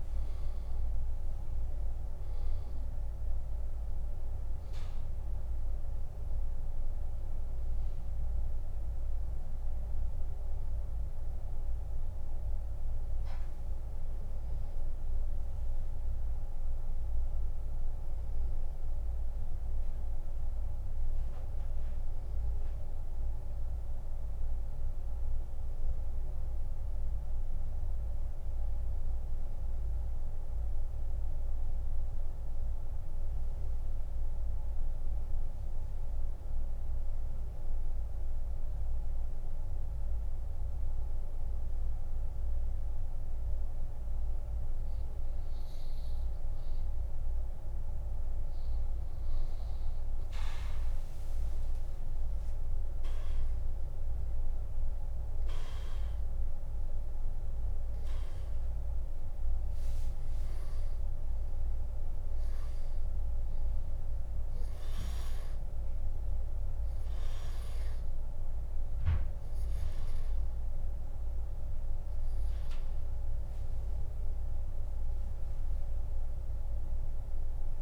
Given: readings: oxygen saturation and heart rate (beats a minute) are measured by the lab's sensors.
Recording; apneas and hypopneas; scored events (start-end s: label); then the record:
breathing in sleep, hard to hear, by a room microphone; 1
0.00-1.00 s: oxygen desaturation (device-marked, oxygen 93% lowest, heart rate 64 extreme)
10.00-30.00 s: oxygen desaturation (device-marked, oxygen 94% before, 89% lowest, heart rate 81 before, 64 extreme)
11.50-46.00 s: central apnea (oxygen 97% before, 85% lowest, heart rate 81 before, 64 extreme, up 36 after)
35.00-44.00 s: oxygen desaturation (device-marked, oxygen 91% before, 85% lowest, heart rate 70 before, 67 extreme)
54.00-60.00 s: arousal
67.00-77.82 s: oxygen desaturation (device-marked, oxygen 98% before, 88% lowest, heart rate 90 before, 58 extreme)
From the record:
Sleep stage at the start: N2 (light sleep); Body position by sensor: on the back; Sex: male